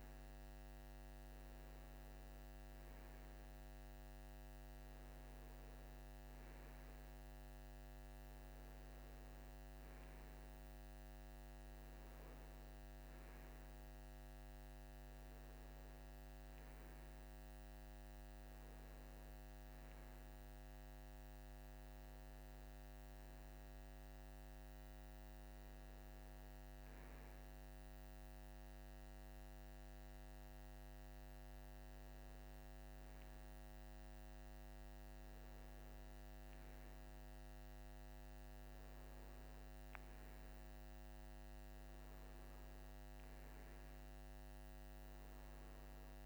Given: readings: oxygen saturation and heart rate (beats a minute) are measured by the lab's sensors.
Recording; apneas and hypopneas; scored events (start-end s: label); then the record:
breathing in sleep, hard to hear, by a microphone on the trachea; none
none scored
From the record:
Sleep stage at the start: N2 (light sleep); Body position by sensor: on the right side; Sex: male